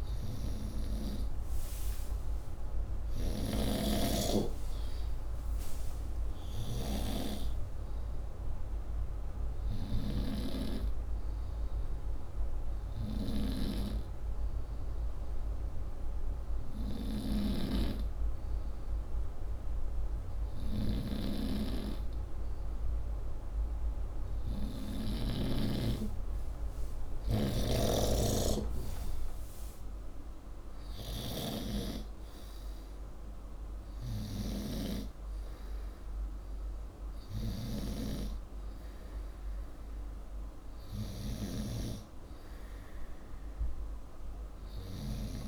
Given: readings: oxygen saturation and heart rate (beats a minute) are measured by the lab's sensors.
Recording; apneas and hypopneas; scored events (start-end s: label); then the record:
breathing in sleep by a room microphone; none
3.50-10.00 s: snoring (device-marked)
27.00-30.50 s: arousal
27.50-34.50 s: snoring (device-marked)
32.00-45.48 s: oxygen desaturation (device-marked, oxygen 96% before, 92% lowest)
From the record:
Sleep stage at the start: N2 (light sleep); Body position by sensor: upright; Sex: male